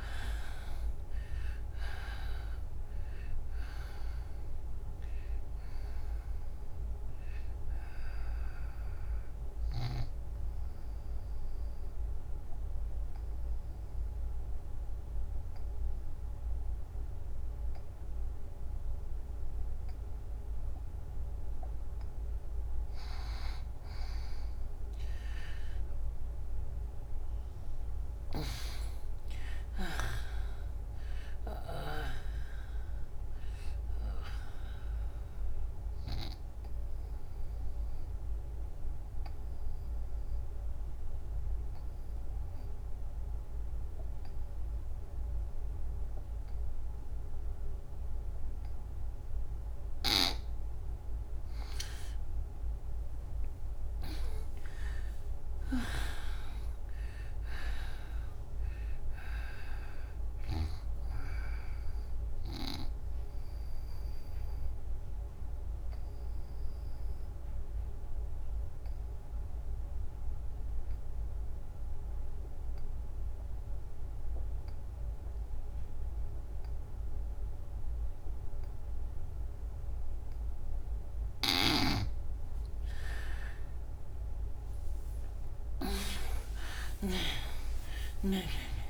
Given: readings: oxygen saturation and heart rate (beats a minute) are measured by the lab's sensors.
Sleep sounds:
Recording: breathing in sleep by a room microphone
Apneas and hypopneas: 3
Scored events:
0.00-1.00 s: arousal
0.00-20.00 s: oxygen desaturation (device-marked, oxygen 77% lowest, heart rate 72 extreme)
11.50-23.00 s: obstructive apnea (oxygen 94% before, 78% lowest, heart rate 86 before, 72 extreme, up 15 after)
26.00-29.50 s: arousal
30.00-43.00 s: oxygen desaturation (device-marked, oxygen 97% before, 82% lowest, heart rate 80 before, 67 extreme)
34.00-49.00 s: obstructive apnea (oxygen 97% before, 78% lowest, heart rate 81 before, 67 extreme, up 7 after)
49.00-76.00 s: oxygen desaturation (device-marked, oxygen 97% before, 79% lowest, heart rate 86 before, 73 extreme)
51.00-55.00 s: arousal
63.00-80.00 s: obstructive apnea (oxygen 97% before, 78% lowest, heart rate 79 before, 73 extreme, up 52 after)
81.00-87.00 s: snoring (device-marked)
81.00-88.90 s: oxygen desaturation (device-marked, oxygen 97% before, 78% lowest, heart rate 82 before, 70 extreme)
84.00-88.90 s: arousal
From the record:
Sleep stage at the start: N2 (light sleep)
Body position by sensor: on the back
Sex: female

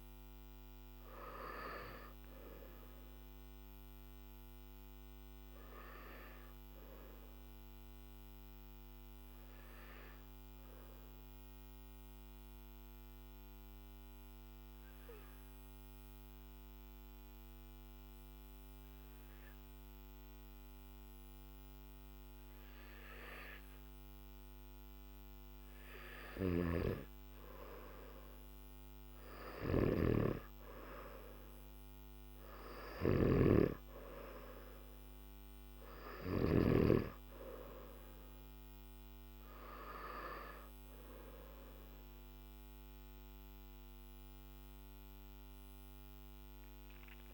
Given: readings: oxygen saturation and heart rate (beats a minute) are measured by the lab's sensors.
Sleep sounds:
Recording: breathing in sleep by a microphone on the trachea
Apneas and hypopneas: 1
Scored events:
0.00-13.50 s: oxygen desaturation (device-marked, oxygen 91% lowest, heart rate 50 extreme)
6.50-25.00 s: obstructive apnea (oxygen 97% before, 92% lowest, heart rate 57 before, 50 extreme, up 6 after)
32.50-42.50 s: oxygen desaturation (device-marked, oxygen 97% before, 92% lowest, heart rate 53 before, 53 extreme)
From the record:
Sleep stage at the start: N3 (deep sleep)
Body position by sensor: on the back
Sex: male

